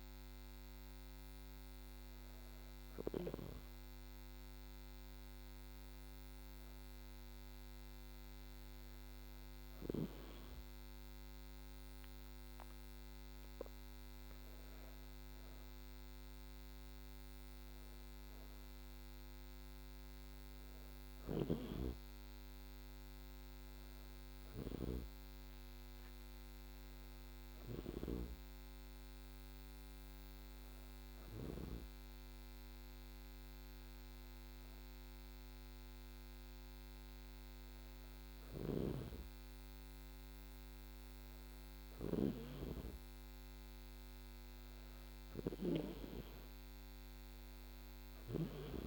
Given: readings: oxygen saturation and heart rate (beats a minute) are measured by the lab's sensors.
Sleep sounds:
breathing in sleep by a microphone on the trachea; none
none scored
From the record:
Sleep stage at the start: N2 (light sleep); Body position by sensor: on the back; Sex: female

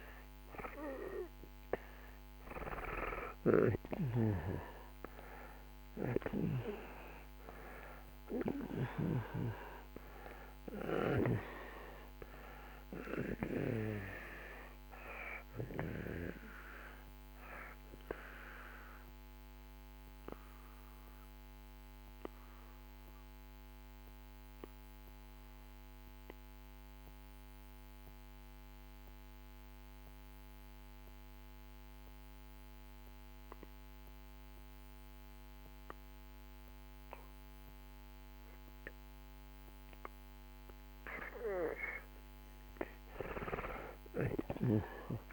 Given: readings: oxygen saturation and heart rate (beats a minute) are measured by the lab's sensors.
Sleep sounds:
breathing in sleep by a microphone on the trachea; 1
7.00-38.00 s: oxygen desaturation (device-marked, oxygen 96% before, 80% lowest)
18.00-40.00 s: obstructive apnea (oxygen 97% before, 77% lowest)
43.00-45.33 s: arousal
From the record:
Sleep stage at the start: N2 (light sleep); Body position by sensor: on the back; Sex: male

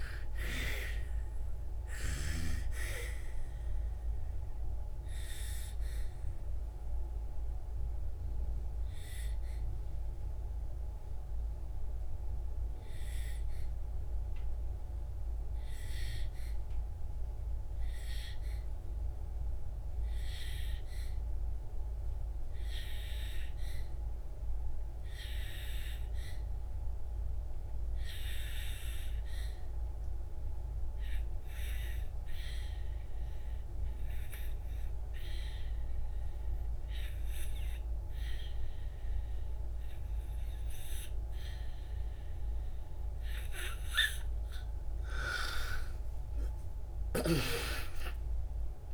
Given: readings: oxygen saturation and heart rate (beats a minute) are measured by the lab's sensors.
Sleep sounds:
breathing in sleep by a room microphone; 1
0.00-27.00 s: oxygen desaturation (device-marked, oxygen 82% lowest, heart rate 40 extreme)
4.50-44.50 s: obstructive apnea (oxygen 97% before, 76% lowest, heart rate 63 before, 54 extreme, up 32 after)
29.00-48.94 s: oxygen desaturation (device-marked, oxygen 98% before, 76% lowest, heart rate 62 before, 54 extreme)
45.50-48.94 s: arousal
From the record:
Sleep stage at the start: N2 (light sleep); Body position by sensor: on the back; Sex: female

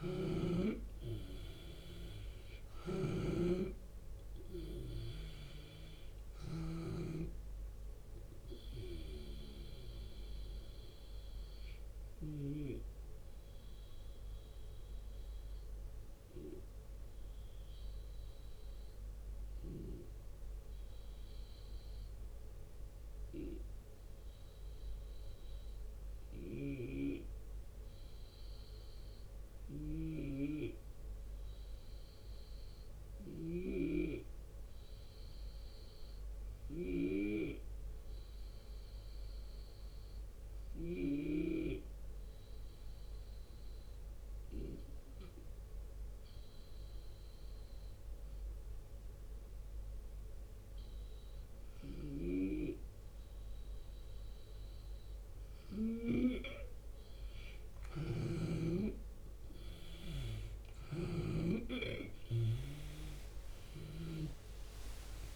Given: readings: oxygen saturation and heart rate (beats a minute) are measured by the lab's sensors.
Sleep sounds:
breathing in sleep by a room microphone; 1
0.00-2.00 s: arousal
0.00-12.00 s: snoring (device-marked)
0.00-14.50 s: drop in pulse transit time (device-marked, heart rate 74 extreme)
0.00-30.50 s: oxygen desaturation (device-marked, oxygen 85% lowest, heart rate 72 extreme)
12.50-54.50 s: obstructive apnea (oxygen 94% before, 85% lowest, heart rate 79 before, 56 extreme, up 9 after)
26.00-40.50 s: snoring (device-marked)
37.50-46.50 s: drop in pulse transit time (device-marked, heart rate 74 before, 74 extreme)
40.50-65.35 s: oxygen desaturation (device-marked, oxygen 96% before, 87% lowest, heart rate 74 before, 56 extreme)
51.50-55.50 s: snoring (device-marked)
57.50-61.00 s: snoring (device-marked)
58.00-63.50 s: arousal
59.50-65.35 s: drop in pulse transit time (device-marked, heart rate 74 before, 79 extreme)
From the record:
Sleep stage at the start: REM sleep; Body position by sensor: on the left side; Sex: male

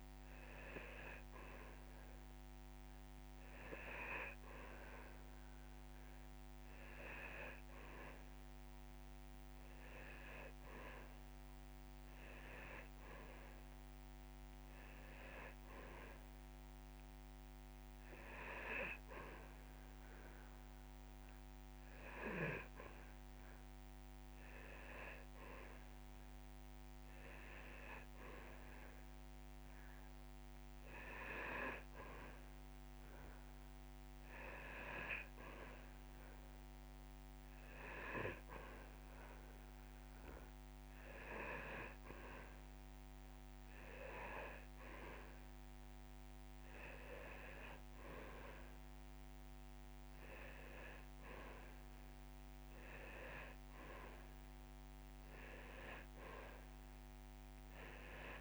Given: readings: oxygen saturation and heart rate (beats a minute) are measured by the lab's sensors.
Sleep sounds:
breathing in sleep by a microphone on the trachea; none
0.00-6.00 s: drop in pulse transit time (device-marked)
13.50-15.50 s: long interval between heartbeats (device-marked)
From the record:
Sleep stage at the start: N2 (light sleep); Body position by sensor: on the back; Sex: male

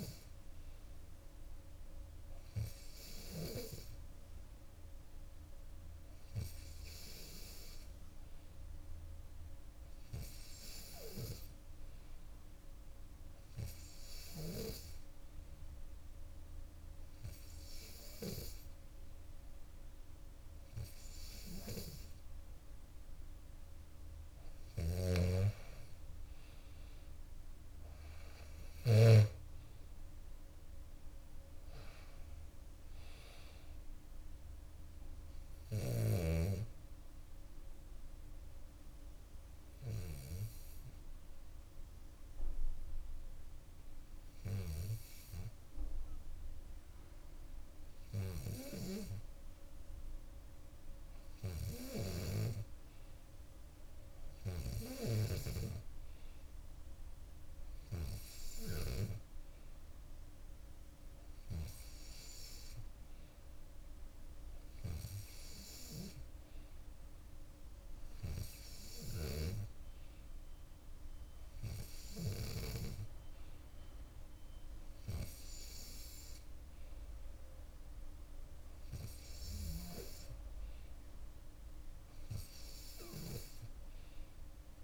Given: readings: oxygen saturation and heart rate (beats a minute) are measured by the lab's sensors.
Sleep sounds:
breathing in sleep by a room microphone; none
24.50-29.00 s: snoring (device-marked)
27.50-30.50 s: arousal
From the record:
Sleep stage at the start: N2 (light sleep); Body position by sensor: on the back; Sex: female

